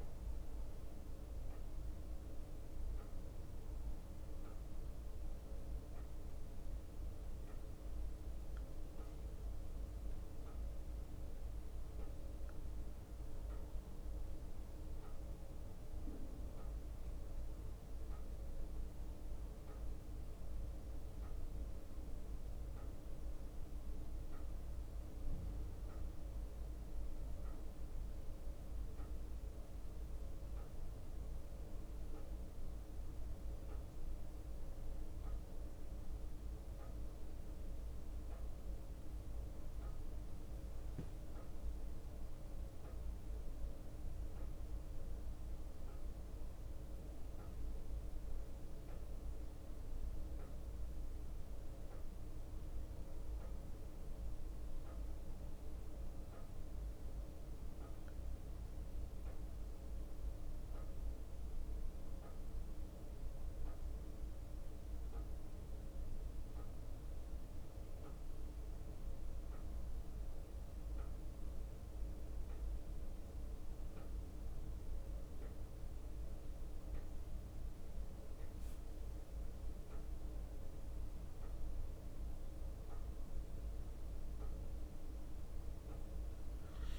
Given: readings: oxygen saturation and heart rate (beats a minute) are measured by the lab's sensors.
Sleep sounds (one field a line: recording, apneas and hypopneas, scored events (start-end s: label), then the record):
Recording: a person awake in a sleep study, hard to hear, by a room microphone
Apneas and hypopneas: none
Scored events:
0.00-86.99 s: bradycardia (device-marked, heart rate 57 extreme)
41.00-44.00 s: leg movement (device-marked)
48.00-49.50 s: leg movement (device-marked)
From the record:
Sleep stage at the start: awake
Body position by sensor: on the back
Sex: male